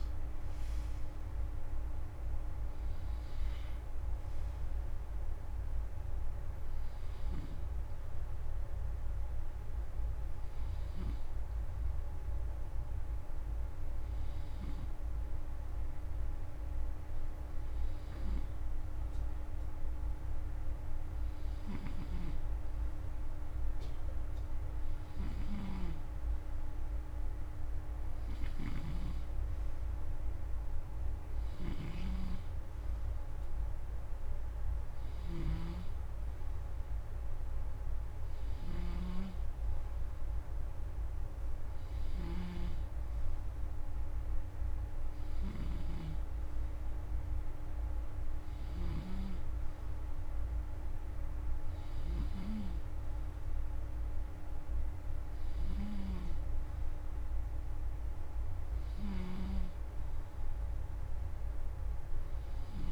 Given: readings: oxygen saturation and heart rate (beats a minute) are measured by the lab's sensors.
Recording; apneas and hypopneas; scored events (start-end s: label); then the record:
breathing in sleep by a room microphone; 1
0.00-2.50 s: arousal
6.00-17.50 s: hypopnea (oxygen 93% before, 92% lowest, heart rate 123 before, 66 extreme, up 18 after)
21.50-62.50 s: snoring (device-marked)
26.00-43.00 s: oxygen desaturation (device-marked, oxygen 96% before, 92% lowest, heart rate 104 before, 59 extreme)
26.50-30.50 s: arousal
From the record:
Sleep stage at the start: N2 (light sleep); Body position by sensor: on the front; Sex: male